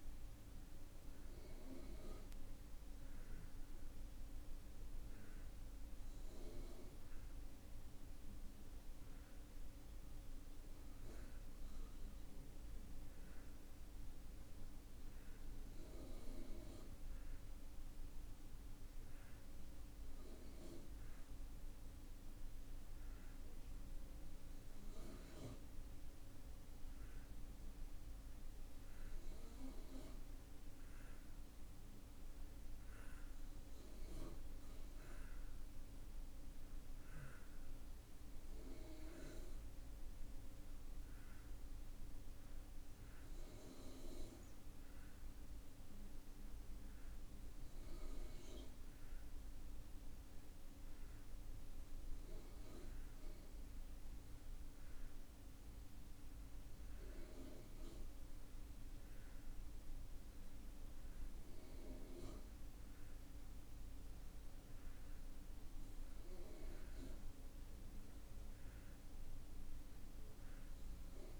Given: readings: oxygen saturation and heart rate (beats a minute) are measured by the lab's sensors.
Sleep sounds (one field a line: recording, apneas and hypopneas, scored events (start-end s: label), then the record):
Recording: breathing in sleep by a room microphone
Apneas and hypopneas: none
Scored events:
none scored
From the record:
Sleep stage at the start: N2 (light sleep)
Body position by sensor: on the back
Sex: male